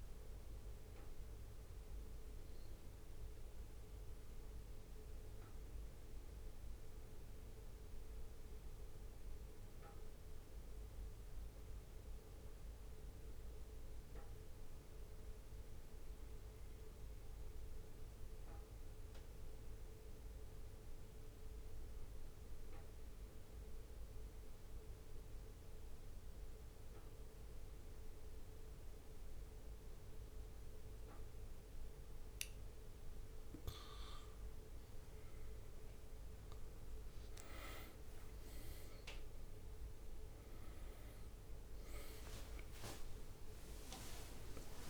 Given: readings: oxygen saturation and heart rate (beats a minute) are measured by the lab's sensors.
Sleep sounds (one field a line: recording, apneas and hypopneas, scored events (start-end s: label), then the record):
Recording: breathing in sleep by a room microphone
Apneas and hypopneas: 1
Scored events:
21.50-35.50 s: obstructive apnea (oxygen 98% before, 93% lowest, heart rate 67 before, 65 extreme, up 5 after)
33.00-44.90 s: oxygen desaturation (device-marked, oxygen 98% before, 93% lowest, heart rate 65 before, 65 extreme)
34.00-44.90 s: new sleep stage, awake
From the record:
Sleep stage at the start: N1 (lightest sleep)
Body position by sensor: on the back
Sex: male